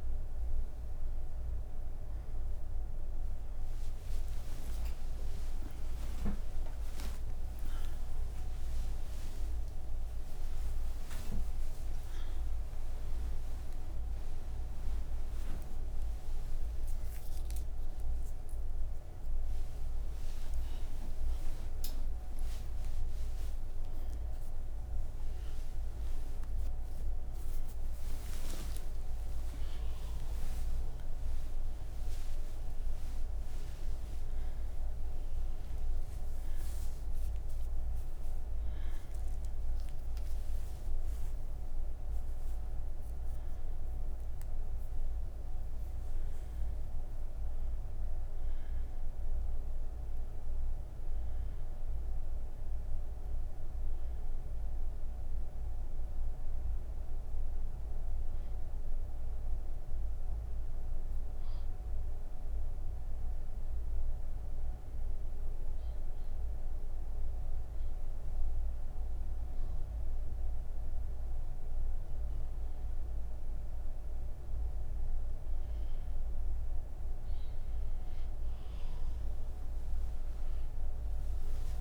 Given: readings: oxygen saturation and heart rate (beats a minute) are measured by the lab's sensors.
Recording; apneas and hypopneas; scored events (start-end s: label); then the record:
breathing in sleep, hard to hear, by a room microphone; 1
56.50-67.50 s: obstructive apnea (oxygen 97% before, 94% lowest)
From the record:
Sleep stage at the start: N1 (lightest sleep); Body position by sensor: on the right side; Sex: female